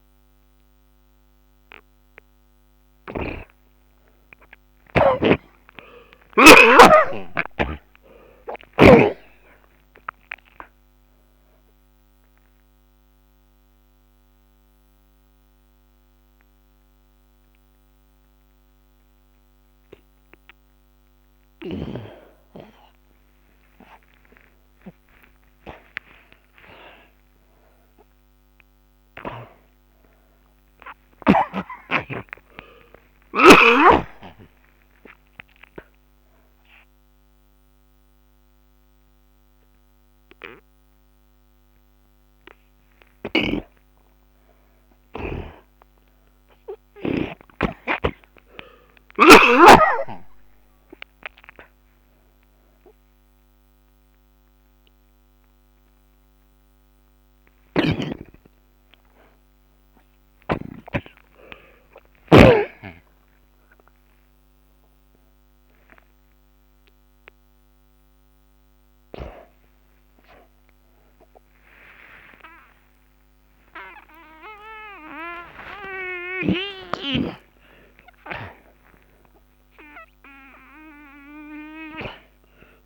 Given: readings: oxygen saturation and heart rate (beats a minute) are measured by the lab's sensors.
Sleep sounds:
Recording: a person awake in a sleep study, by a microphone on the trachea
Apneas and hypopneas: none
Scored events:
3.00-7.00 s: snoring (device-marked)
18.50-25.50 s: oxygen desaturation (device-marked, oxygen 96% before, 88% lowest, heart rate 83 before, 47 extreme)
43.50-47.50 s: snoring (device-marked)
From the record:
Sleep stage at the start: awake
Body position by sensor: on the back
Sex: male

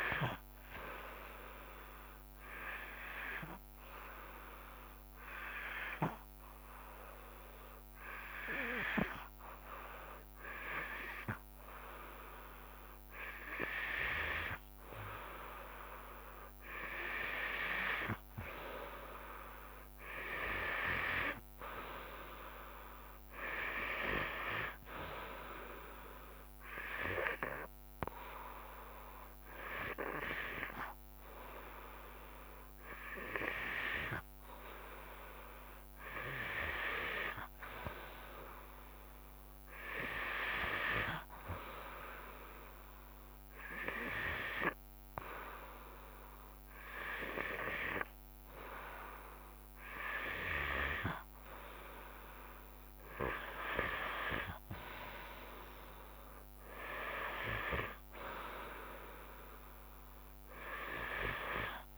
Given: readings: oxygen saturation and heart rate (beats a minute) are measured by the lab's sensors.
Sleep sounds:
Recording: breathing in sleep by a microphone on the trachea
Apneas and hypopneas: 2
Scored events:
3.50-13.50 s: hypopnea (oxygen 96% before, 93% lowest, heart rate 71 before, 46 extreme, up 7 after)
16.00-37.00 s: oxygen desaturation (device-marked, oxygen 96% before, 93% lowest, heart rate 67 before, 45 extreme)
16.50-20.50 s: arousal
20.00-31.00 s: drop in pulse transit time (device-marked, heart rate 65 before, 48 extreme)
26.00-37.00 s: hypopnea (oxygen 96% before, 93% lowest, heart rate 62 before, 45 extreme, up 9 after)
39.50-43.00 s: arousal
53.00-61.98 s: drop in pulse transit time (device-marked, heart rate 53 before, 38 extreme)
From the record:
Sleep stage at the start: N2 (light sleep)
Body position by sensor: on the back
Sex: female

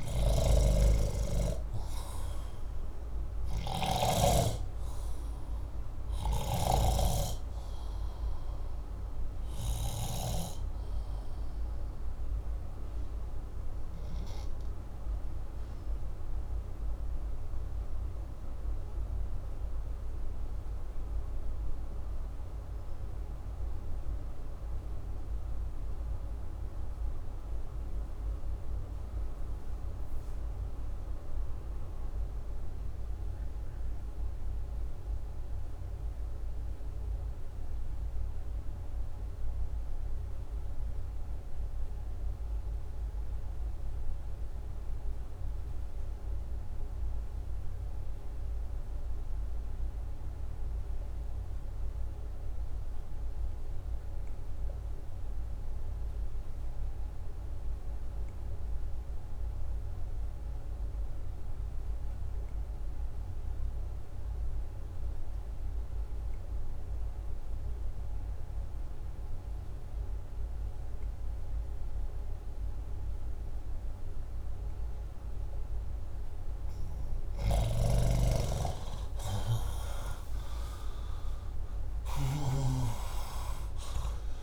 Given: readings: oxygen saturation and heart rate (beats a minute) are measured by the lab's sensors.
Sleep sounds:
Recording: breathing in sleep by a room microphone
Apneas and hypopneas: 1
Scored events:
0.00-4.00 s: snoring (device-marked)
0.00-28.00 s: oxygen desaturation (device-marked, oxygen 85% lowest, heart rate 58 extreme)
13.50-76.00 s: obstructive apnea (oxygen 96% before, 76% lowest, heart rate 68 before, 58 extreme, up 10 after)
46.00-83.00 s: oxygen desaturation (device-marked, oxygen 95% before, 81% lowest, heart rate 64 before, 60 extreme)
77.00-82.50 s: snoring (device-marked)
78.00-82.00 s: arousal
From the record:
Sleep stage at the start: N2 (light sleep)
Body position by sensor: upright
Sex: male

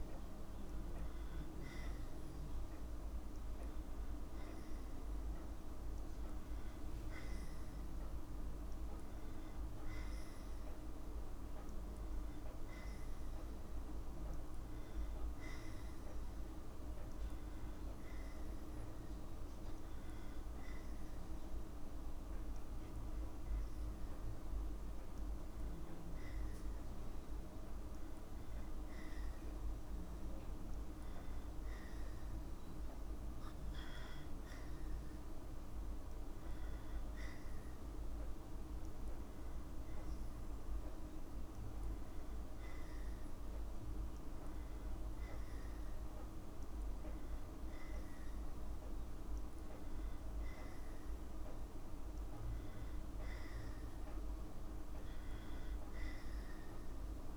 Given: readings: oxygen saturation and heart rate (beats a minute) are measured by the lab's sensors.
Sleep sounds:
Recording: breathing in sleep, hard to hear, by a room microphone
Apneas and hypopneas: none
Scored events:
none scored
From the record:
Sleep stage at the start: N2 (light sleep)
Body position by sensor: on the right side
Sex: female

